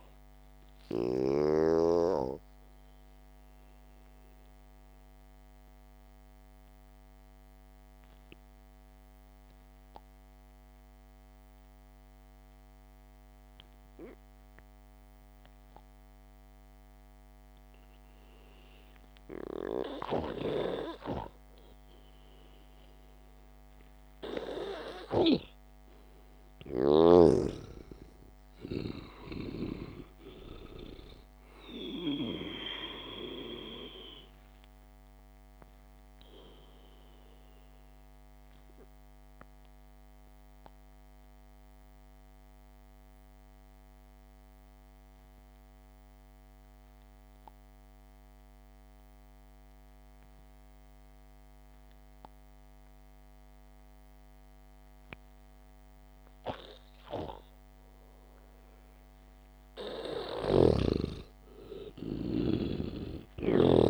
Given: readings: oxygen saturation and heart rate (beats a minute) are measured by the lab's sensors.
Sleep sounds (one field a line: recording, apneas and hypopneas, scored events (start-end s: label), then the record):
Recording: breathing in sleep by a microphone on the trachea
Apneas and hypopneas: 2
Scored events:
0.00-21.50 s: oxygen desaturation (device-marked, oxygen 91% lowest, heart rate 54 extreme)
4.50-19.00 s: mixed apnea (oxygen 99% before, 91% lowest, heart rate 58 before, 54 extreme, up 6 after)
28.50-32.50 s: arousal
38.50-59.00 s: obstructive apnea (oxygen 98% before, 90% lowest, heart rate 60 before, 53 extreme)
61.00-63.90 s: snoring (device-marked)
62.00-63.90 s: arousal
62.50-63.90 s: oxygen desaturation (device-marked, oxygen 98% before, 90% lowest, heart rate 64 before, 53 extreme)
From the record:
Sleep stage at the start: N2 (light sleep)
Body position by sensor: on the back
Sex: male